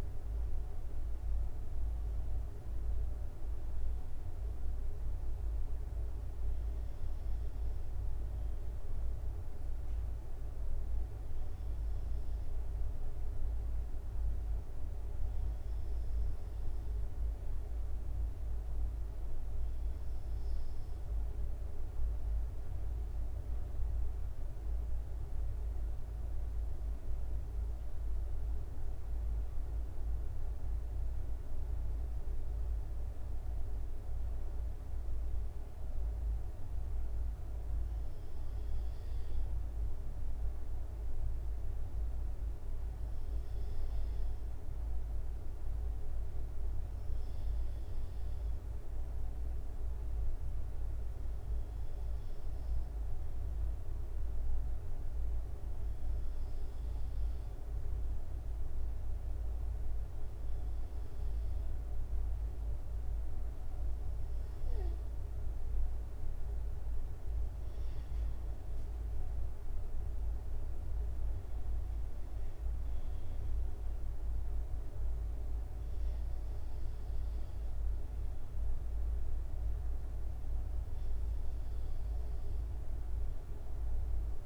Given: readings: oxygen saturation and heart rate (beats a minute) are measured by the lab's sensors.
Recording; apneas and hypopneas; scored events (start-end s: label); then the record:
breathing in sleep, hard to hear, by a room microphone; 2
9.00-22.50 s: hypopnea (oxygen 96% before, 94% lowest, heart rate 74 before, 72 extreme, up 4 after)
24.50-29.50 s: arousal
41.50-63.50 s: hypopnea (oxygen 95% before, 94% lowest, heart rate 79 before, 68 extreme, up 5 after)
64.50-67.50 s: arousal
From the record:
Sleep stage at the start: N2 (light sleep); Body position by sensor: on the right side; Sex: male